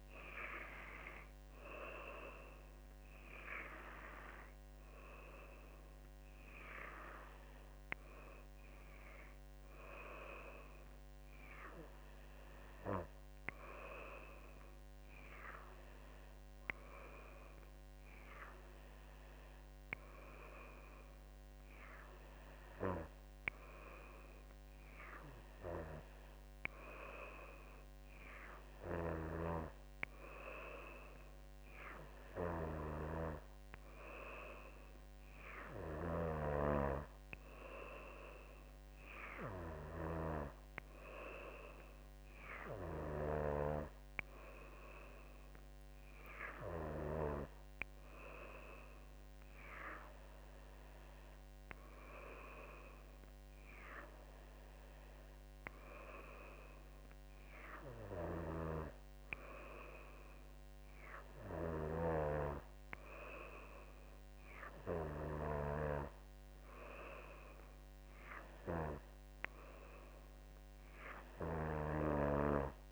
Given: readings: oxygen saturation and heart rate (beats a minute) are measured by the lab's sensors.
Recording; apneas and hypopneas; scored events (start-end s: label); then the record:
breathing in sleep by a microphone on the trachea; none
none scored
From the record:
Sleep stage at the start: N2 (light sleep); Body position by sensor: on the back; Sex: female